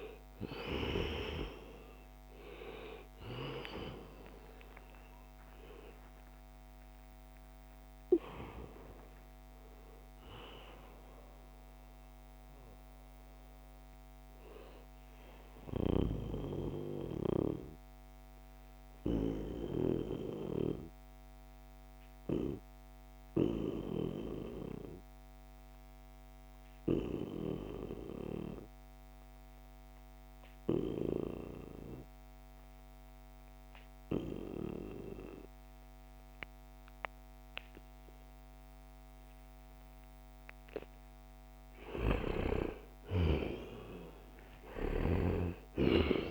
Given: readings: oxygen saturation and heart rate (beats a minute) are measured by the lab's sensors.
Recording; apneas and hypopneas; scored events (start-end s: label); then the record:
breathing in sleep by a microphone on the trachea; 1
0.00-18.00 s: oxygen desaturation (device-marked, oxygen 89% lowest, heart rate 64 extreme)
2.50-4.50 s: long interval between heartbeats (device-marked, heart rate 67 before, 89 extreme)
5.50-7.50 s: long interval between heartbeats (device-marked, heart rate 71 before, 112 extreme)
8.00-10.00 s: long interval between heartbeats (device-marked, heart rate 79 before, 123 extreme)
12.00-41.00 s: obstructive apnea (oxygen 96% before, 88% lowest, heart rate 90 before, 67 extreme, up 8 after)
37.00-46.31 s: oxygen desaturation (device-marked, oxygen 97% before, 88% lowest, heart rate 71 before, 65 extreme)
42.50-46.31 s: arousal
From the record:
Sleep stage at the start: N2 (light sleep); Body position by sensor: on the back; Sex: male